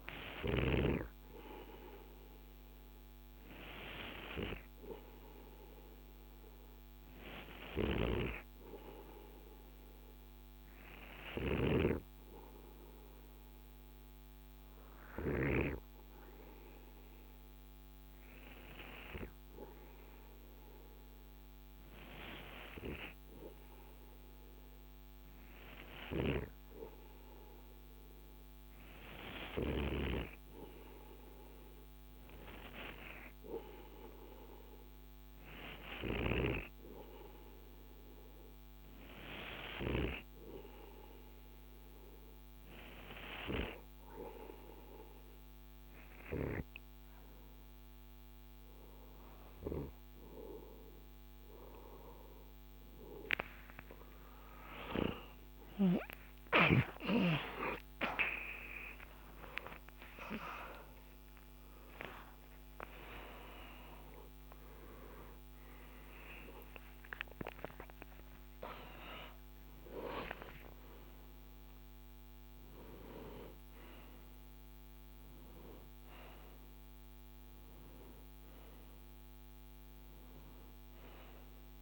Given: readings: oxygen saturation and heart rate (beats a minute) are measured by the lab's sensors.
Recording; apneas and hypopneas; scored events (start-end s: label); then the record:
a person partly awake in a sleep study, by a microphone on the trachea; none
38.50-68.50 s: new sleep stage, awake
68.50-81.82 s: new sleep stage, N1 (lightest sleep)
From the record:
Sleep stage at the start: REM sleep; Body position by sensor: on the right side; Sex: male